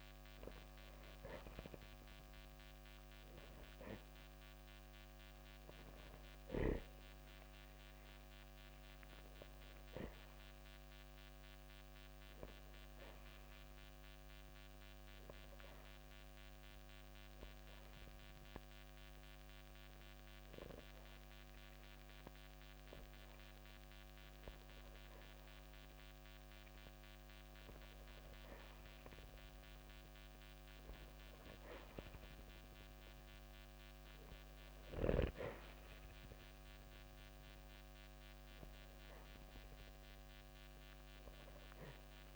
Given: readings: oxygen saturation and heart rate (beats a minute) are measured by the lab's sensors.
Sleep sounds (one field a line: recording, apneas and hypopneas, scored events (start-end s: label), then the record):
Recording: breathing in sleep, hard to hear, by a microphone on the trachea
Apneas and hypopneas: 1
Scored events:
9.50-21.50 s: hypopnea (oxygen 93% before, 90% lowest, heart rate 61 before, 55 extreme, up 6 after)
23.50-27.00 s: arousal
36.50-42.36 s: oxygen desaturation (device-marked, oxygen 94% before, 91% lowest, heart rate 68 before, 55 extreme)
From the record:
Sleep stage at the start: N2 (light sleep)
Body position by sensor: on the back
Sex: male